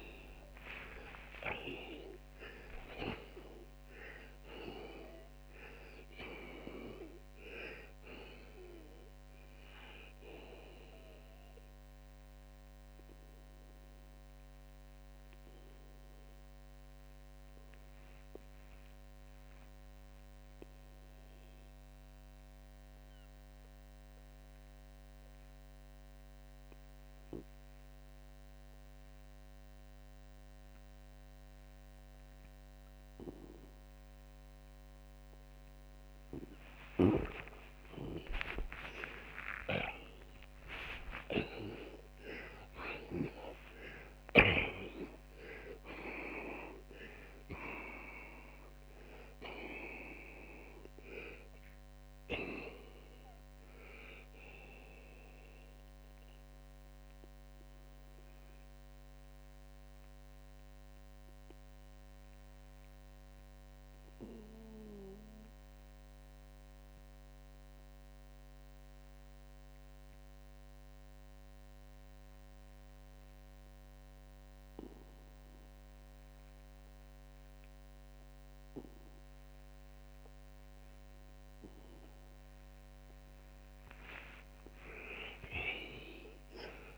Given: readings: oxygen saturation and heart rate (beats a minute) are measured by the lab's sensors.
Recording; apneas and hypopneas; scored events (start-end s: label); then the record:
breathing in sleep by a microphone on the trachea; 2
0.00-2.00 s: arousal
11.00-35.50 s: obstructive apnea (oxygen 92% before, 79% lowest)
27.00-43.00 s: oxygen desaturation (device-marked, oxygen 90% before, 82% lowest)
36.50-44.00 s: snoring (device-marked)
38.00-43.00 s: arousal
57.00-81.50 s: obstructive apnea (oxygen 90% before, 79% lowest, heart rate 118 before, 60 extreme)
64.00-86.00 s: oxygen desaturation (device-marked, oxygen 89% before, 79% lowest, heart rate 89 before, 60 extreme)
85.00-86.98 s: arousal
From the record:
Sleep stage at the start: N2 (light sleep); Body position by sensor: on the left side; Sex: male